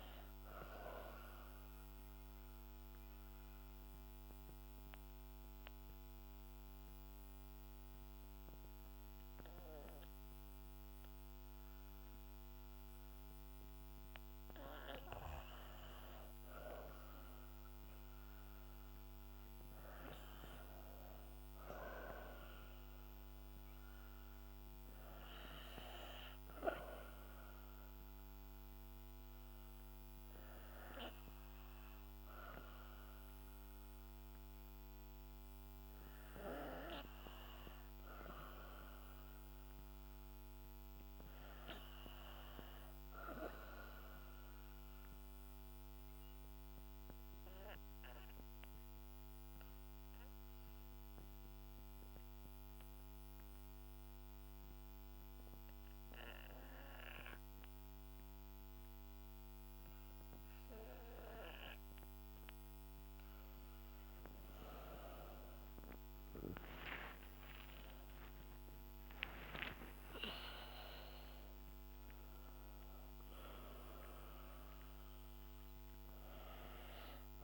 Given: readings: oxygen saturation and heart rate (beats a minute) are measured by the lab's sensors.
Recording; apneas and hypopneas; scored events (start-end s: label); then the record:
breathing in sleep by a microphone on the trachea; 2
0.00-3.00 s: oxygen desaturation (device-marked, oxygen 88% lowest, heart rate 58 extreme)
1.50-14.00 s: obstructive apnea (oxygen 97% before, 83% lowest, heart rate 67 before, 58 extreme, up 5 after)
17.00-21.00 s: arousal
23.00-37.00 s: oxygen desaturation (device-marked, oxygen 96% before, 88% lowest, heart rate 61 before, 58 extreme)
44.50-62.50 s: obstructive apnea (oxygen 97% before, 79% lowest, heart rate 67 before, 58 extreme, up 18 after)
60.00-77.44 s: oxygen desaturation (device-marked, oxygen 96% before, 79% lowest, heart rate 64 before, 60 extreme)
65.50-70.50 s: arousal
From the record:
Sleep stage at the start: N2 (light sleep); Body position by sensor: on the back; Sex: female